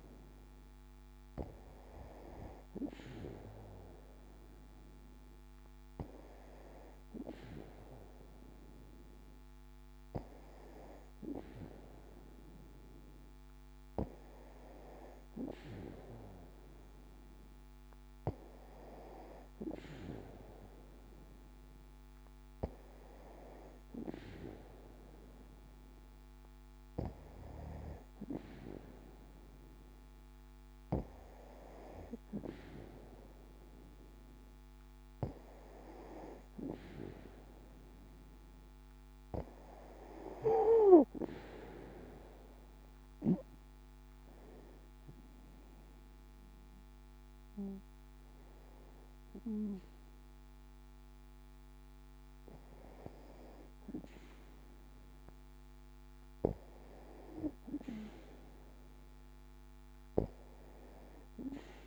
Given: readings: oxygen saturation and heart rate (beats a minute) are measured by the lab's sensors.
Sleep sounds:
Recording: breathing in sleep by a microphone on the trachea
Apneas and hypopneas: none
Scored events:
42.00-47.50 s: arousal
From the record:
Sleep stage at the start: N2 (light sleep)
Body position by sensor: on the back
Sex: female

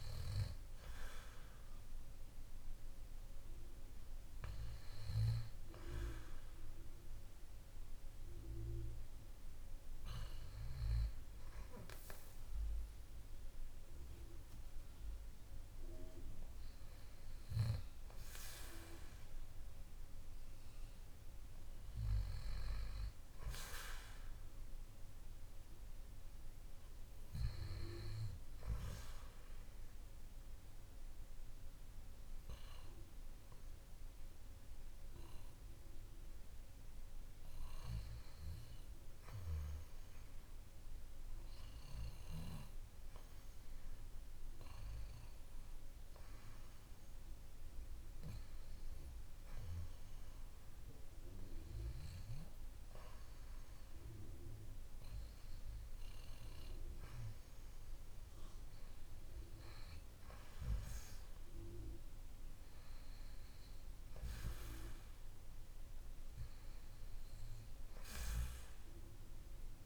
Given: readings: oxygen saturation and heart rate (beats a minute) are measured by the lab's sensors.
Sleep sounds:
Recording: breathing in sleep by a room microphone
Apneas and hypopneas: none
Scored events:
none scored
From the record:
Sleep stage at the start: N2 (light sleep)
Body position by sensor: on the back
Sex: male

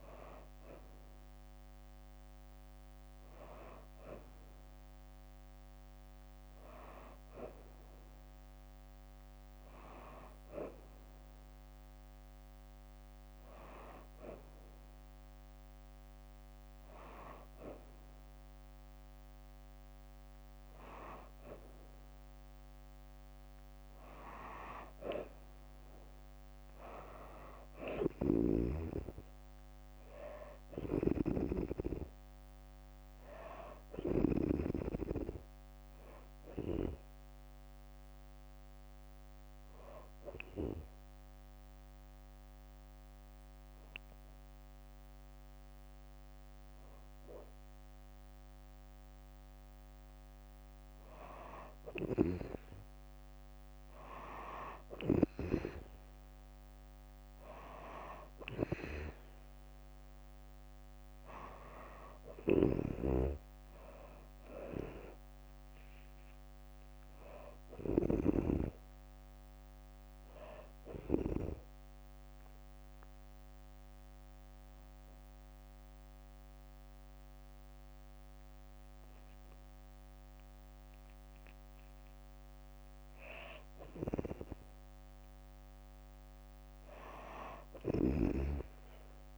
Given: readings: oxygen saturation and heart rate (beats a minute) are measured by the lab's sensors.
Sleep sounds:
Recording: breathing in sleep by a microphone on the trachea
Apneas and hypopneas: 2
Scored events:
27.50-34.00 s: snoring (device-marked)
30.50-33.00 s: arousal
39.50-50.50 s: hypopnea (oxygen 94% before, 92% lowest, heart rate 72 before, 67 extreme, up 5 after)
51.50-55.00 s: snoring (device-marked)
53.50-56.50 s: arousal
57.00-73.00 s: oxygen desaturation (device-marked, oxygen 96% before, 92% lowest, heart rate 68 before, 65 extreme)
61.00-75.00 s: drop in pulse transit time (device-marked, heart rate 69 before, 67 extreme)
62.00-71.00 s: snoring (device-marked)
70.50-81.50 s: hypopnea (oxygen 96% before, 93% lowest, heart rate 72 before, 65 extreme, up 1 after)
83.00-86.50 s: arousal
83.50-89.38 s: snoring (device-marked)
From the record:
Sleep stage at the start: N2 (light sleep)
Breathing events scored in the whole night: 197 in 5.3 hours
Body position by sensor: on the back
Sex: female

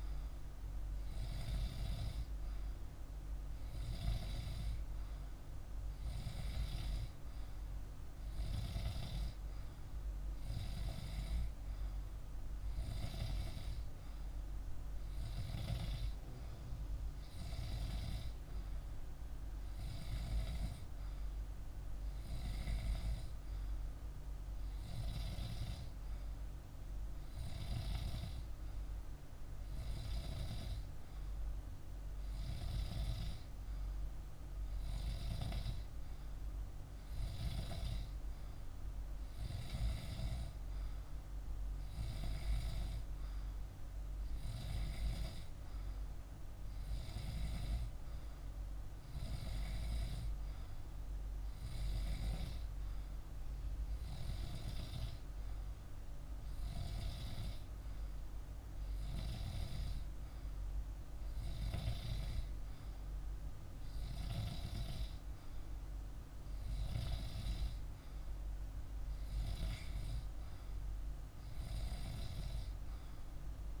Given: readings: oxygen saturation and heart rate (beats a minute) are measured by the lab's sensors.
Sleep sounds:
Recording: breathing in sleep by a room microphone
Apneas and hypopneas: none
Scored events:
57.00-64.00 s: oxygen desaturation (device-marked, oxygen 96% before, 89% lowest, heart rate 44 before, 46 extreme)
From the record:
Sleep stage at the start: N2 (light sleep)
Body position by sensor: on the back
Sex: male

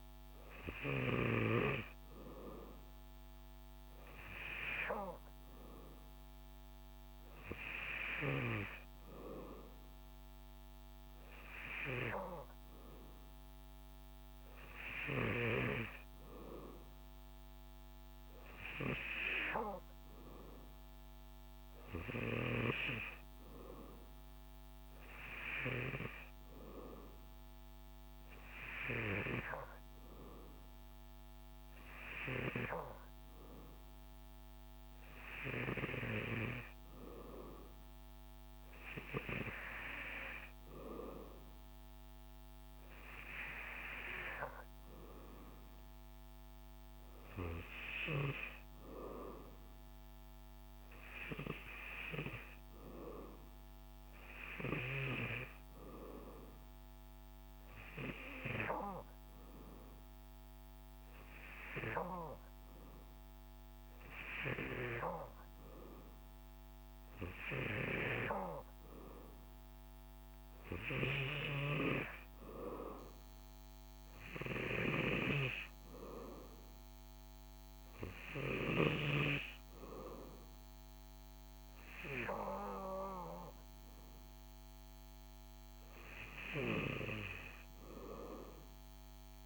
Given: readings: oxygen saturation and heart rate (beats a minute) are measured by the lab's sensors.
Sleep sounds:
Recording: breathing in sleep by a microphone on the trachea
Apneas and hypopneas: none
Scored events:
none scored
From the record:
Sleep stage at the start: N2 (light sleep)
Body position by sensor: on the back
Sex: male

